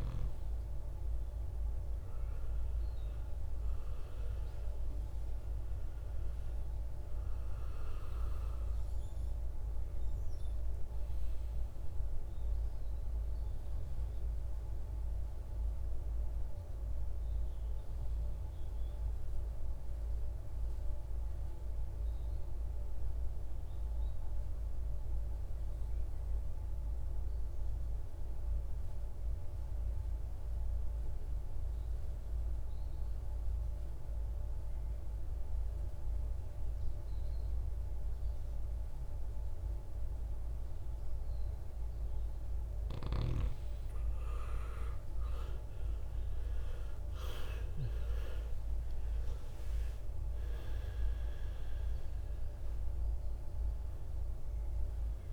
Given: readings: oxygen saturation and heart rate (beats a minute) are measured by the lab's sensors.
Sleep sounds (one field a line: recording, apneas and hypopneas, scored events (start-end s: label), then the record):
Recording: breathing in sleep, hard to hear, by a room microphone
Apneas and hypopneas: 1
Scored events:
1.00-27.00 s: oxygen desaturation (device-marked, oxygen 98% before, 92% lowest, heart rate 55 before, 53 extreme)
21.00-41.00 s: obstructive apnea (oxygen 98% before, 88% lowest, heart rate 60 before, 51 extreme, up 16 after)
43.00-55.33 s: oxygen desaturation (device-marked, oxygen 97% before, 88% lowest, heart rate 55 before, 50 extreme)
44.50-48.50 s: arousal
From the record:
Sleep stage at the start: N2 (light sleep)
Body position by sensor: on the right side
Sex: male